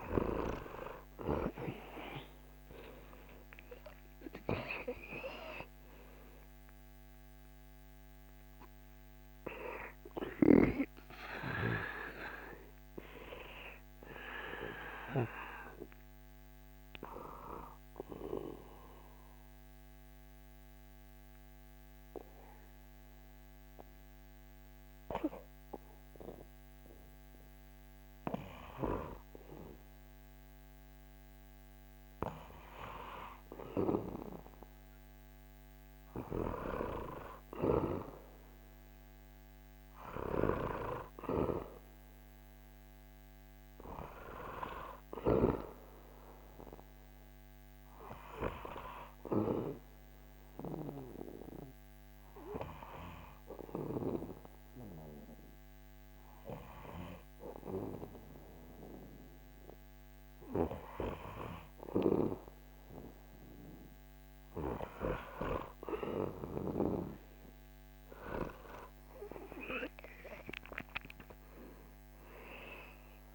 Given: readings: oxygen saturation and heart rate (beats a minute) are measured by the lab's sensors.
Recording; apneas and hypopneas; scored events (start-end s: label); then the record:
breathing in sleep by a microphone on the trachea; 2
16.50-27.50 s: obstructive apnea (oxygen 99% before, 95% lowest, heart rate 81 before, 76 extreme, up 1 after)
30.00-34.00 s: arousal
44.50-73.35 s: new sleep stage, N2 (light sleep)
49.00-61.00 s: hypopnea (oxygen 99% before, 95% lowest, heart rate 78 before, 75 extreme, up 4 after)
64.00-68.50 s: arousal
From the record:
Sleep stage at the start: N1 (lightest sleep); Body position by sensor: on the back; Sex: male